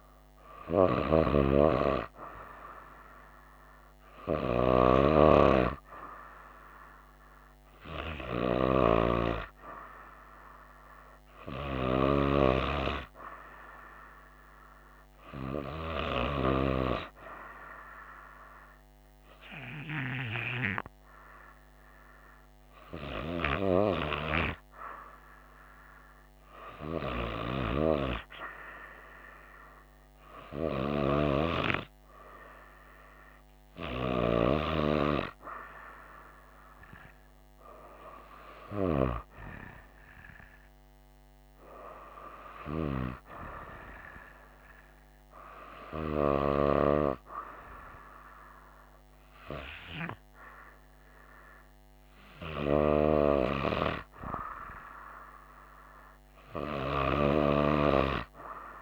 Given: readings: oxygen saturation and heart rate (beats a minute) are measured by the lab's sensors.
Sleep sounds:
breathing in sleep by a microphone on the trachea; none
0.00-1.50 s: arousal
From the record:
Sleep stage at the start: N2 (light sleep); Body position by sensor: on the right side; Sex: female

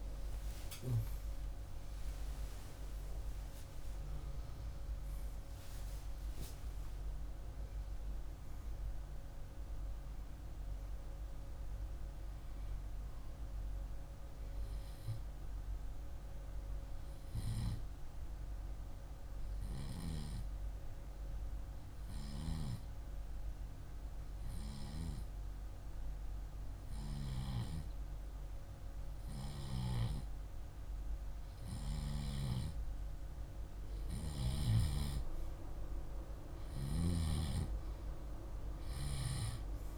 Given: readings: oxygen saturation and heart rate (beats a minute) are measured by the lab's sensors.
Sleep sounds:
a person partly awake in a sleep study, by a room microphone; 1
13.50-39.98 s: new sleep stage, N1 (lightest sleep)
17.50-32.50 s: hypopnea (oxygen 97% before, 92% lowest, heart rate 62 before, 47 extreme, up 0 after)
35.00-39.50 s: arousal
From the record:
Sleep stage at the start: awake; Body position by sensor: on the left side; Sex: male

